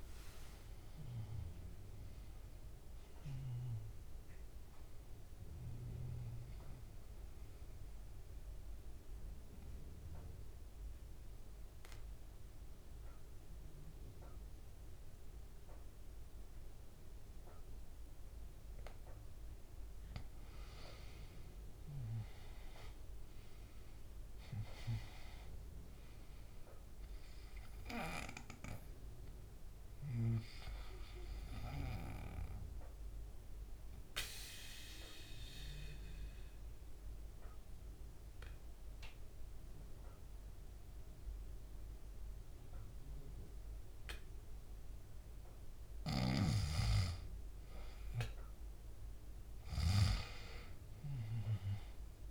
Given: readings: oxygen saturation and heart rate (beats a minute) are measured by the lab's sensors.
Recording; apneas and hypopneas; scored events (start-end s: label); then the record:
breathing in sleep by a room microphone; 2
0.50-21.50 s: oxygen desaturation (device-marked, oxygen 98% before, 91% lowest, heart rate 71 before, 64 extreme)
6.50-20.00 s: mixed apnea (oxygen 98% before, 89% lowest, heart rate 75 before, 64 extreme, up 4 after)
23.00-26.50 s: arousal
29.50-46.50 s: oxygen desaturation (device-marked, oxygen 98% before, 89% lowest, heart rate 68 before, 64 extreme)
32.50-45.50 s: obstructive apnea (oxygen 98% before, 89% lowest, heart rate 69 before, 64 extreme, up 5 after)
49.00-52.31 s: arousal
From the record:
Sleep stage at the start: N2 (light sleep); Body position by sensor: on the back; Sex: male